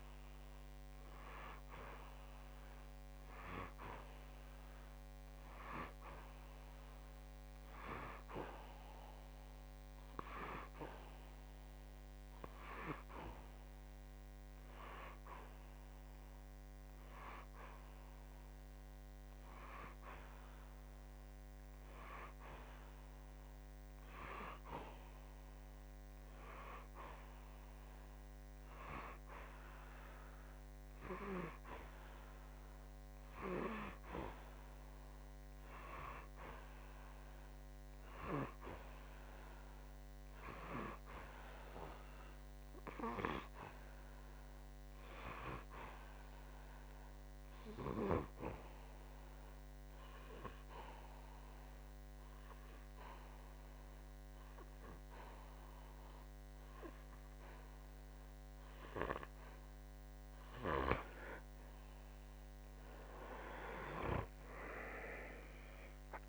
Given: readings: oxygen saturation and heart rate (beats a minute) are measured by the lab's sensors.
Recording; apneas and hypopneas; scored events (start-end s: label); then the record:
breathing in sleep by a microphone on the trachea; 2
0.00-1.50 s: arousal
7.00-22.00 s: hypopnea (oxygen 95% before, 90% lowest, heart rate 57 before, 56 extreme, up 1 after)
25.00-29.00 s: arousal
48.50-61.00 s: hypopnea (oxygen 94% before, 90% lowest, heart rate 58 before, 57 extreme, up 7 after)
From the record:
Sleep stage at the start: N2 (light sleep); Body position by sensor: on the back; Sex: male